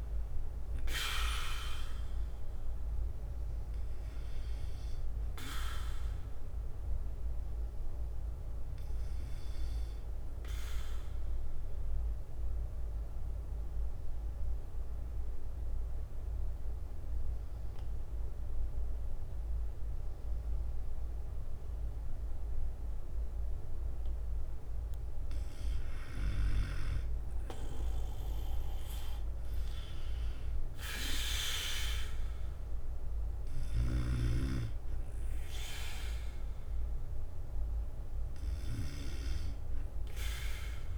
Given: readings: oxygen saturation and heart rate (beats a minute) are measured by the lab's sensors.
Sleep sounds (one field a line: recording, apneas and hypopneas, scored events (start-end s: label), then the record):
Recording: breathing in sleep by a room microphone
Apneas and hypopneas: 1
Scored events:
0.00-9.00 s: drop in pulse transit time (device-marked, heart rate 53 extreme)
0.00-26.00 s: oxygen desaturation (device-marked, oxygen 90% lowest, heart rate 53 extreme)
0.00-40.98 s: bradycardia (device-marked, heart rate 45 extreme)
10.00-24.50 s: mixed apnea (oxygen 98% before, 90% lowest, heart rate 58 before, 53 extreme, up 3 after)
28.00-40.98 s: oxygen desaturation (device-marked, oxygen 98% before, 90% lowest, heart rate 54 before, 45 extreme)
29.00-32.50 s: arousal
32.00-40.98 s: drop in pulse transit time (device-marked, heart rate 55 before, 53 extreme)
From the record:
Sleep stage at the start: N2 (light sleep)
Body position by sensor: on the back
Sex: male